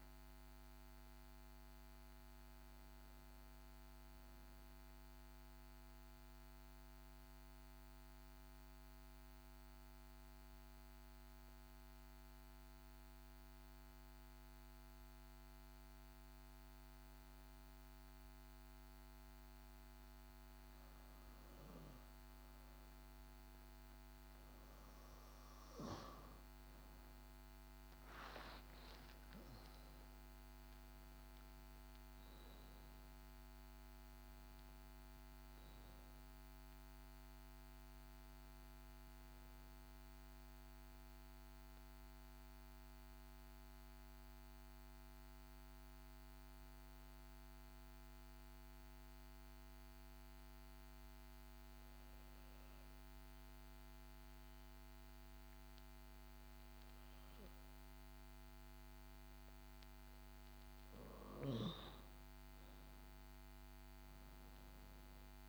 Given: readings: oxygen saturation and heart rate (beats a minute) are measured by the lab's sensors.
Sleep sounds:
breathing in sleep, hard to hear, by a microphone on the trachea; 2
0.00-4.00 s: arousal
6.50-24.50 s: hypopnea (oxygen 93% before, 91% lowest, heart rate 63 before, 53 extreme, up 12 after)
29.00-35.00 s: arousal
39.00-58.00 s: oxygen desaturation (device-marked, oxygen 96% before, 92% lowest, heart rate 63 before, 53 extreme)
41.50-61.00 s: mixed apnea (oxygen 97% before, 92% lowest, heart rate 64 before, 53 extreme, up 8 after)
62.50-65.49 s: arousal
From the record:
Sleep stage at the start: N2 (light sleep); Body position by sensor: on the back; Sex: female

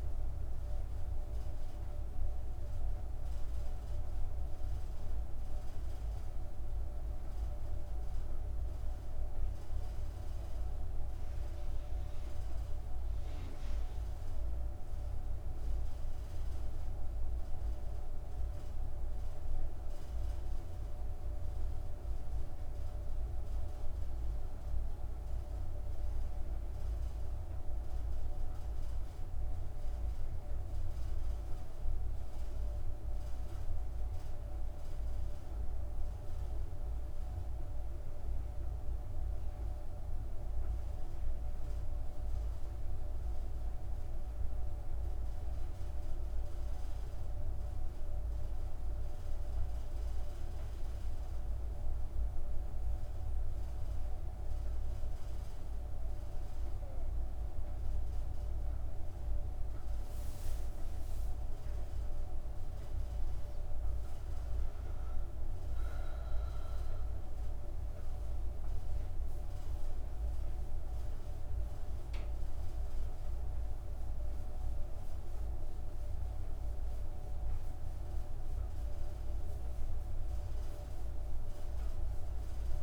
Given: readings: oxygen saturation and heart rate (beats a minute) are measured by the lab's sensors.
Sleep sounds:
breathing in sleep, hard to hear, by a room microphone; 2
0.50-15.00 s: obstructive apnea (oxygen 97% before, 92% lowest)
19.00-23.00 s: arousal
39.00-59.00 s: obstructive apnea (oxygen 97% before, 92% lowest)
60.00-64.00 s: arousal
63.00-82.83 s: oxygen desaturation (device-marked, oxygen 96% before, 92% lowest)
From the record:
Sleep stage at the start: N2 (light sleep); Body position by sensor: on the back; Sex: female

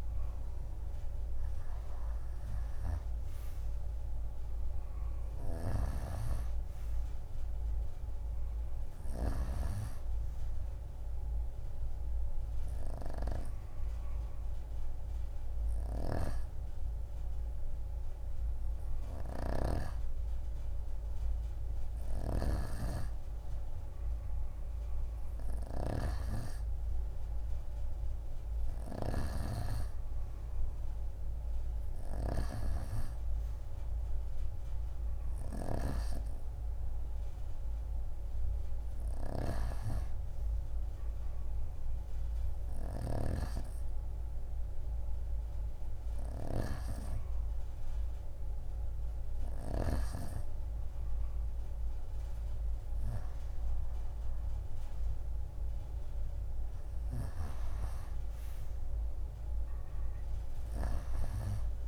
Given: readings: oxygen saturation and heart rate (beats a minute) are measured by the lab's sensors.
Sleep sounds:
breathing in sleep by a room microphone; none
0.00-2.00 s: arousal
3.00-16.00 s: oxygen desaturation (device-marked, oxygen 94% before, 88% lowest)
15.50-22.50 s: snoring (device-marked)
56.50-60.00 s: arousal
60.00-61.88 s: oxygen desaturation (device-marked, oxygen 92% before, 89% lowest)
From the record:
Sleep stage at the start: N2 (light sleep); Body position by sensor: on the right side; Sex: female

